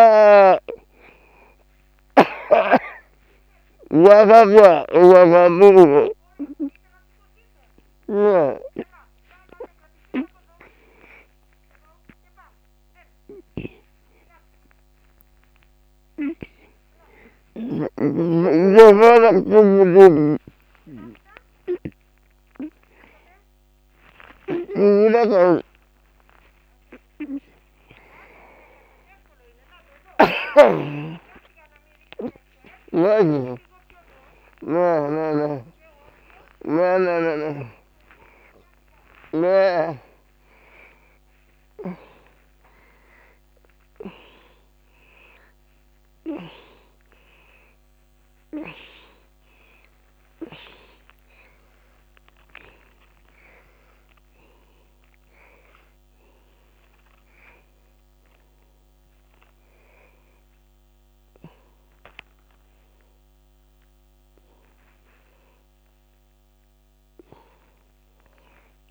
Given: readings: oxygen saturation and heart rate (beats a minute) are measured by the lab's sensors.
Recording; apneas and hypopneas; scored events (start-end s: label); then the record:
a person awake in a sleep study, by a microphone on the trachea; none
5.50-19.00 s: snoring (device-marked)
21.00-34.50 s: snoring (device-marked)
36.50-41.00 s: snoring (device-marked)
From the record:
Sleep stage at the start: awake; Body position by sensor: upright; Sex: male